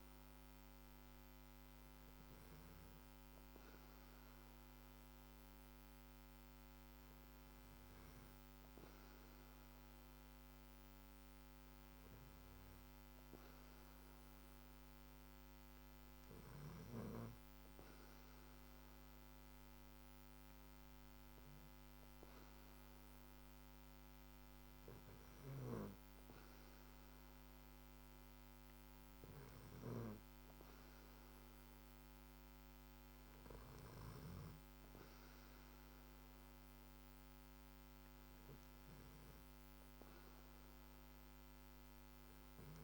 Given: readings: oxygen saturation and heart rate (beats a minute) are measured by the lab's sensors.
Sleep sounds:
breathing in sleep, hard to hear, by a microphone on the trachea; none
none scored
From the record:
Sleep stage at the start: N2 (light sleep); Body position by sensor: on the back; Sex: male

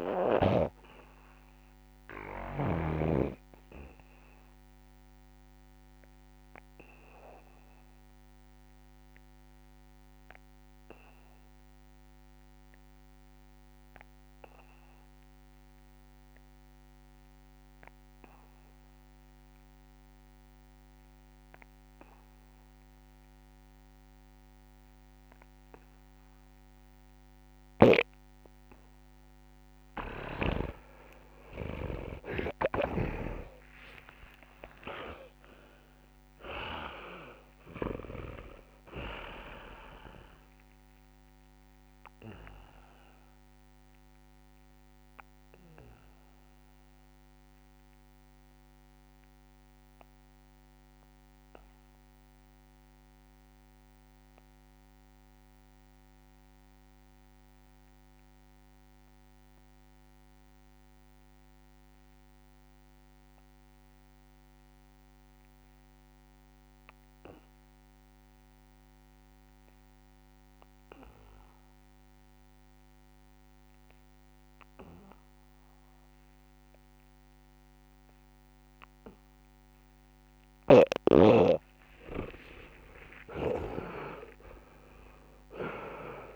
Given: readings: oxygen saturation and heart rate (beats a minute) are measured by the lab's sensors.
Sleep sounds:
breathing in sleep by a microphone on the trachea; 2
0.00-20.00 s: oxygen desaturation (device-marked, oxygen 79% lowest)
2.50-4.50 s: long interval between heartbeats (device-marked, heart rate 62 before, 58 extreme)
4.50-28.50 s: obstructive apnea (oxygen 98% before, 79% lowest)
24.00-26.00 s: long interval between heartbeats (device-marked, heart rate 67 before, 70 extreme)
27.00-29.00 s: long interval between heartbeats (device-marked, heart rate 68 before, 57 extreme)
30.00-32.00 s: long interval between heartbeats (device-marked, heart rate 67 before, 45 extreme)
31.50-35.50 s: arousal
32.50-38.00 s: snoring (device-marked)
33.00-60.00 s: oxygen desaturation (device-marked, oxygen 96% before, 82% lowest, heart rate 63 before, 25 extreme)
37.00-39.00 s: long interval between heartbeats (device-marked, heart rate 55 before, 26 extreme)
44.50-81.00 s: obstructive apnea (oxygen 98% before, 78% lowest, heart rate 43 before, 37 extreme, up 26 after)
66.00-68.00 s: long interval between heartbeats (device-marked, heart rate 69 before, 58 extreme)
72.00-86.36 s: oxygen desaturation (device-marked, oxygen 99% before, 78% lowest, heart rate 66 before, 37 extreme)
82.00-86.00 s: arousal
82.50-84.50 s: long interval between heartbeats (device-marked, heart rate 63 before, 82 extreme)
83.00-86.36 s: snoring (device-marked)
From the record:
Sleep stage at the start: N2 (light sleep); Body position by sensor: on the back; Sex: male

